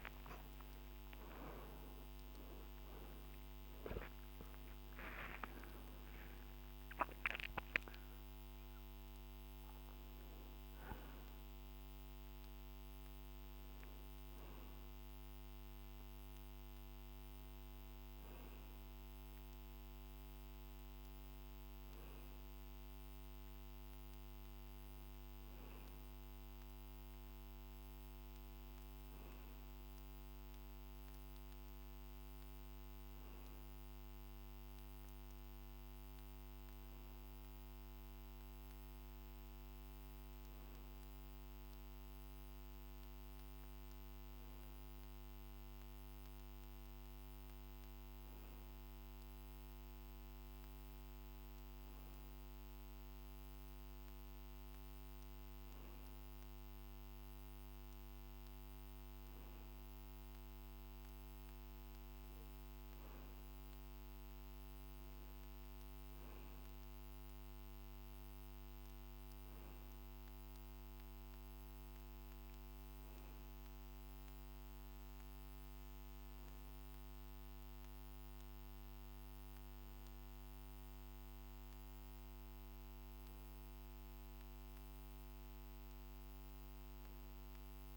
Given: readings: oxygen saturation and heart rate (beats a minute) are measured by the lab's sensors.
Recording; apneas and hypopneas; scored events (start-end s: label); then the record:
breathing in sleep, hard to hear, by a microphone on the trachea; none
0.00-5.00 s: arousal
From the record:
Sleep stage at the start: N2 (light sleep); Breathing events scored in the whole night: 163 in 6.0 hours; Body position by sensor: on the back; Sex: male